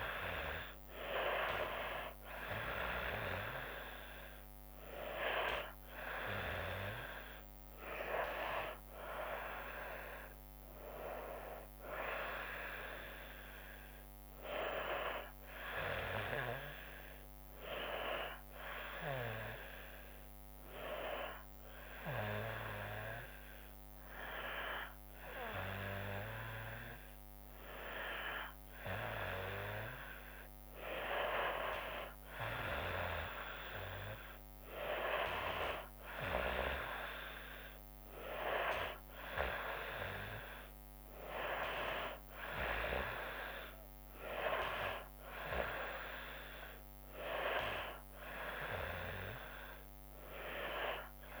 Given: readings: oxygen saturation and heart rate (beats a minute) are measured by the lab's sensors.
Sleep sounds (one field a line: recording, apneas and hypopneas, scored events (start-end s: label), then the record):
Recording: breathing in sleep by a microphone on the trachea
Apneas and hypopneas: none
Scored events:
none scored
From the record:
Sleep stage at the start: N2 (light sleep)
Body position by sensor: on the back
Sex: female